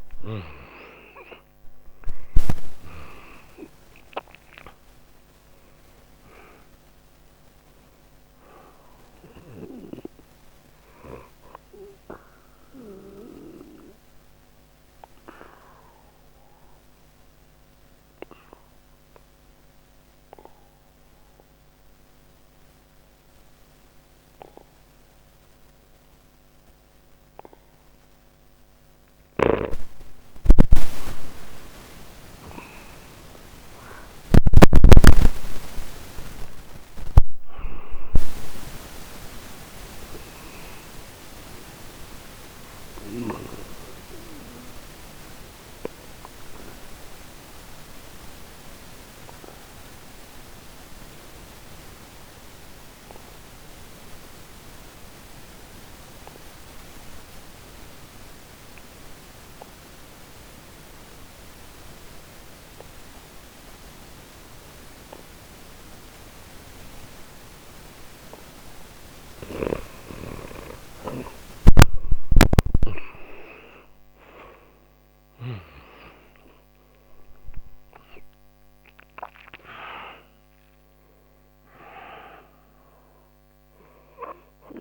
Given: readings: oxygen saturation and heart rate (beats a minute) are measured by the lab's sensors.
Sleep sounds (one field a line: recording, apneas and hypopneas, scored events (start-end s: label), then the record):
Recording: breathing in sleep by a microphone on the trachea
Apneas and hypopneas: 2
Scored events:
0.00-28.50 s: oxygen desaturation (device-marked, oxygen 86% lowest, heart rate 59 extreme)
12.00-30.00 s: obstructive apnea (oxygen 98% before, 86% lowest, heart rate 79 before, 59 extreme, up 2 after)
31.50-35.50 s: arousal
37.50-57.50 s: oxygen desaturation (device-marked, oxygen 98% before, 90% lowest, heart rate 60 before, 60 extreme)
43.50-68.00 s: obstructive apnea (oxygen 98% before, 85% lowest, heart rate 61 before, 60 extreme, up 1 after)
69.00-75.50 s: snoring (device-marked)
71.00-77.00 s: arousal
71.50-84.81 s: oxygen desaturation (device-marked, oxygen 97% before, 85% lowest, heart rate 60 before, 60 extreme)
From the record:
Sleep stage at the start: N2 (light sleep)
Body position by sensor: on the back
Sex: male